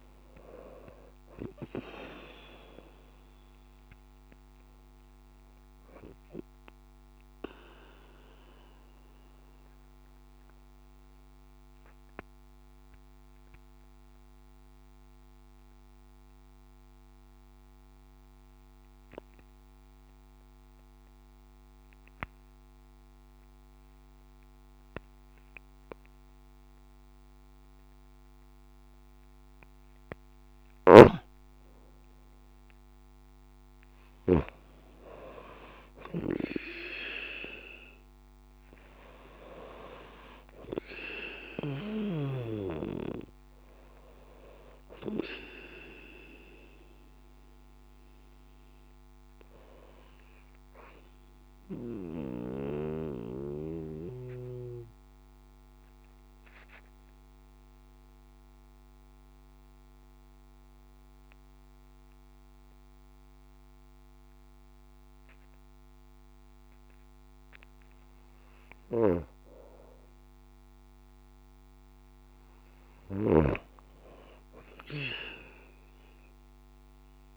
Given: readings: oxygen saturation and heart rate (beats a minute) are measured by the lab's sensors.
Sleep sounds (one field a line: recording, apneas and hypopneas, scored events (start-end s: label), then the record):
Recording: breathing in sleep by a microphone on the trachea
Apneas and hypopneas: 2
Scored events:
8.00-29.00 s: mixed apnea (oxygen 97% before, 93% lowest)
33.00-38.00 s: arousal
39.00-67.00 s: oxygen desaturation (device-marked, oxygen 97% before, 93% lowest)
52.00-68.00 s: central apnea (oxygen 97% before, 93% lowest)
70.00-74.00 s: arousal
From the record:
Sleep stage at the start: N2 (light sleep)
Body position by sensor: on the back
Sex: female